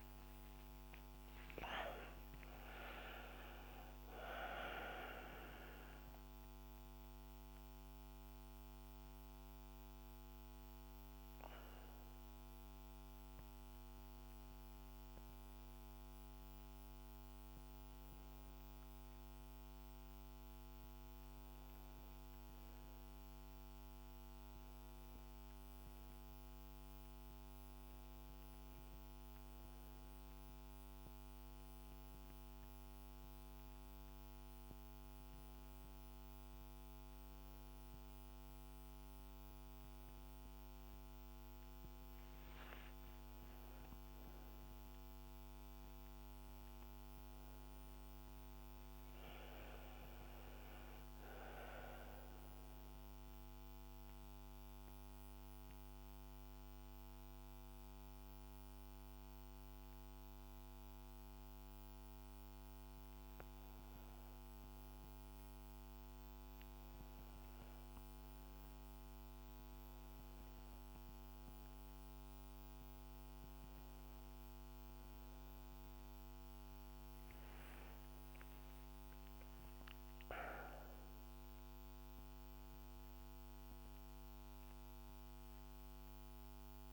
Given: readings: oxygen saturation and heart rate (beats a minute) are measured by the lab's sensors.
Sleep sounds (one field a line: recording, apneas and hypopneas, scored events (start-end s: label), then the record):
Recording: breathing in sleep, hard to hear, by a microphone on the trachea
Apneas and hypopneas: 1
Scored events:
0.00-4.50 s: arousal
45.00-50.00 s: arousal
52.50-64.50 s: central apnea (oxygen 98% before, 94% lowest, heart rate 72 before, 72 extreme, up 1 after)
67.00-71.00 s: arousal
From the record:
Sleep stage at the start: N1 (lightest sleep)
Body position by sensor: on the back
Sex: female